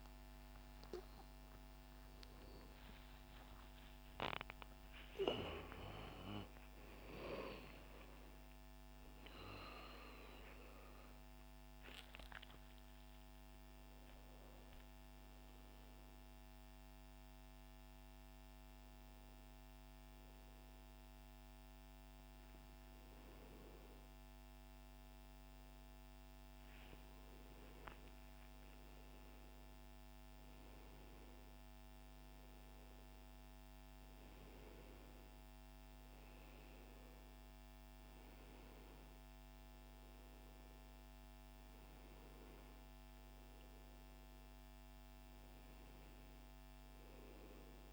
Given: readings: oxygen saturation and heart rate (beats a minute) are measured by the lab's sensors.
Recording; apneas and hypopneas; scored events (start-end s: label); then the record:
a person partly awake in a sleep study, by a microphone on the trachea; none
10.00-47.93 s: new sleep stage, N1 (lightest sleep)
From the record:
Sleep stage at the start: awake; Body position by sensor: on the right side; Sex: male